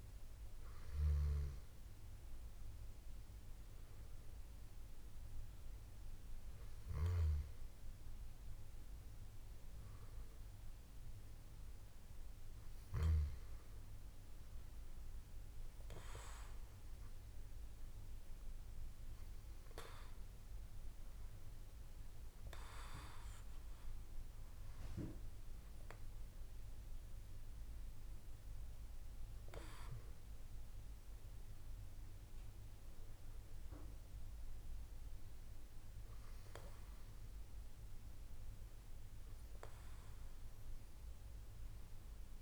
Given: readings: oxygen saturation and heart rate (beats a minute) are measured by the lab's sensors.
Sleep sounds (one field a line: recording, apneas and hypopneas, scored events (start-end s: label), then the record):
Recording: breathing in sleep by a room microphone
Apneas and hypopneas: none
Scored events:
0.00-7.50 s: drop in pulse transit time (device-marked, heart rate 28 extreme)
4.00-6.00 s: long interval between heartbeats (device-marked, heart rate 48 before, 58 extreme)
8.00-10.00 s: long interval between heartbeats (device-marked, heart rate 46 before, 65 extreme)
11.50-13.50 s: long interval between heartbeats (device-marked, heart rate 44 before, 57 extreme)
14.50-16.50 s: long interval between heartbeats (device-marked, heart rate 50 before, 46 extreme)
19.50-21.50 s: long interval between heartbeats (device-marked, heart rate 55 before, 52 extreme)
19.50-22.50 s: drop in pulse transit time (device-marked, heart rate 55 before, 49 extreme)
27.50-29.50 s: long interval between heartbeats (device-marked, heart rate 50 before, 44 extreme)
31.50-33.50 s: long interval between heartbeats (device-marked, heart rate 47 before, 55 extreme)
39.00-41.00 s: long interval between heartbeats (device-marked, heart rate 46 before, 32 extreme)
From the record:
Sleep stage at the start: N2 (light sleep)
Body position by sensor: on the back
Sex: female